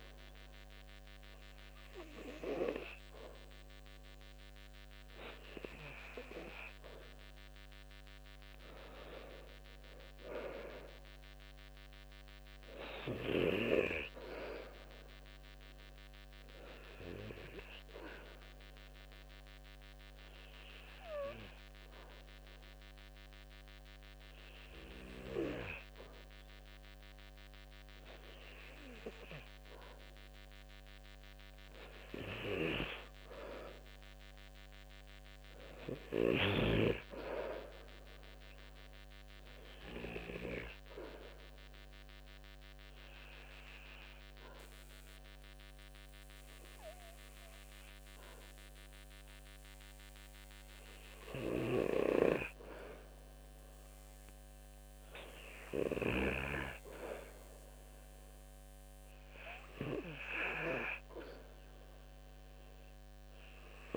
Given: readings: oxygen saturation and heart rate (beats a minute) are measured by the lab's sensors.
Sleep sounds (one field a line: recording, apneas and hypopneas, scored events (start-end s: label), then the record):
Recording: breathing in sleep by a microphone on the trachea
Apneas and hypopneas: 2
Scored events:
5.50-14.50 s: oxygen desaturation (device-marked, oxygen 95% before, 90% lowest, heart rate 68 before, 67 extreme)
15.00-29.00 s: obstructive apnea (oxygen 95% before, 91% lowest, heart rate 71 before, 66 extreme, up 2 after)
32.50-35.50 s: arousal
39.50-52.00 s: obstructive apnea (oxygen 94% before, 90% lowest, heart rate 71 before, 65 extreme, up 2 after)
55.00-58.50 s: arousal
60.50-63.97 s: oxygen desaturation (device-marked, oxygen 95% before, 92% lowest, heart rate 68 before, 63 extreme)
From the record:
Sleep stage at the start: N2 (light sleep)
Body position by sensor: on the back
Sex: male